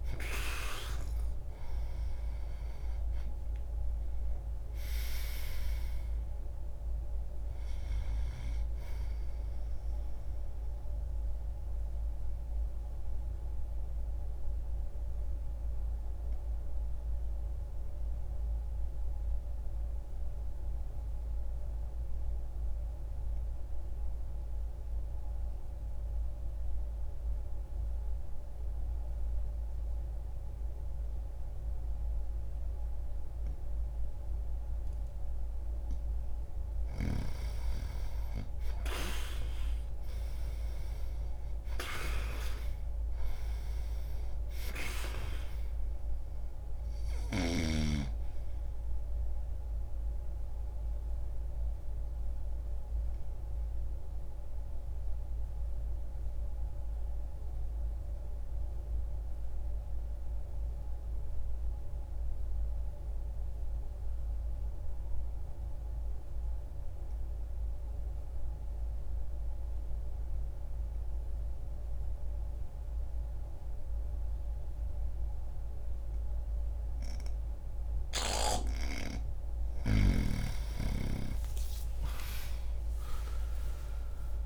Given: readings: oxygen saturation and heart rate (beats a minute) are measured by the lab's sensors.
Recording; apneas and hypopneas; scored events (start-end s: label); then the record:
breathing in sleep by a room microphone; 2
0.00-31.00 s: oxygen desaturation (device-marked, oxygen 82% lowest)
10.00-35.00 s: mixed apnea (oxygen 98% before, 82% lowest)
37.50-41.00 s: arousal
39.00-71.00 s: oxygen desaturation (device-marked, oxygen 99% before, 83% lowest)
49.00-78.50 s: obstructive apnea (oxygen 99% before, 83% lowest)
76.00-84.46 s: new sleep stage, awake
83.00-84.46 s: oxygen desaturation (device-marked, oxygen 97% before, 90% lowest)
From the record:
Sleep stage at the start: N2 (light sleep); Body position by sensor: on the back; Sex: male